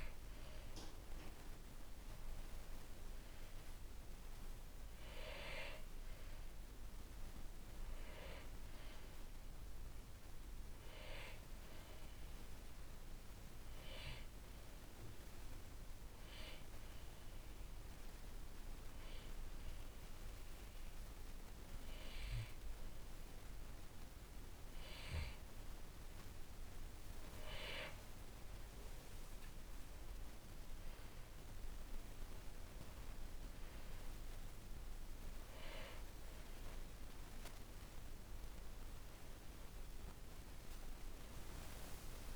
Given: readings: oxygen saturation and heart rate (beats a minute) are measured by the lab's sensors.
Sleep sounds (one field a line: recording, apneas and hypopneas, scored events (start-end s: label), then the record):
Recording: breathing in sleep by a room microphone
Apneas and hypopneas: 1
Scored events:
13.00-26.00 s: hypopnea (oxygen 97% before, 91% lowest, heart rate 59 before, 56 extreme, up 10 after)
27.50-31.00 s: arousal
30.00-42.36 s: oxygen desaturation (device-marked, oxygen 95% before, 91% lowest, heart rate 62 before, 55 extreme)
From the record:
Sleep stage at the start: N2 (light sleep)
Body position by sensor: on the back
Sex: male